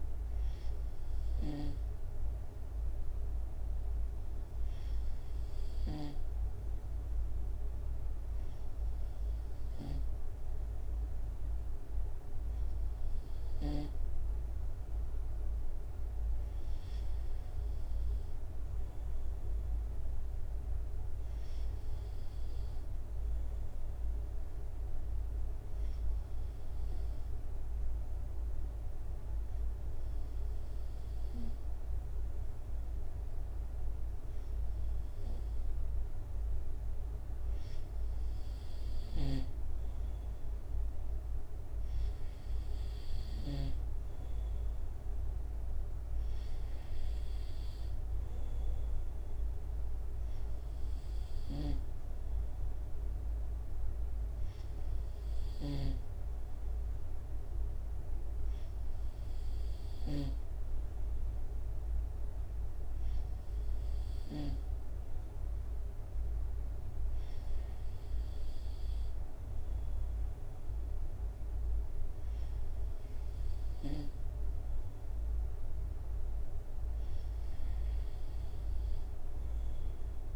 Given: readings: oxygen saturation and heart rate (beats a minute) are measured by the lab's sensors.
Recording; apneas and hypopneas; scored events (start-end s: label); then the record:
breathing in sleep by a room microphone; 1
20.50-24.00 s: arousal
26.50-37.50 s: hypopnea (oxygen 95% before, 93% lowest, heart rate 71 before, 69 extreme, up 1 after)
39.00-44.00 s: snoring (device-marked)
41.00-44.50 s: arousal
55.50-60.50 s: snoring (device-marked)
From the record:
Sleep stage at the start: N2 (light sleep); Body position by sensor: on the right side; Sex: male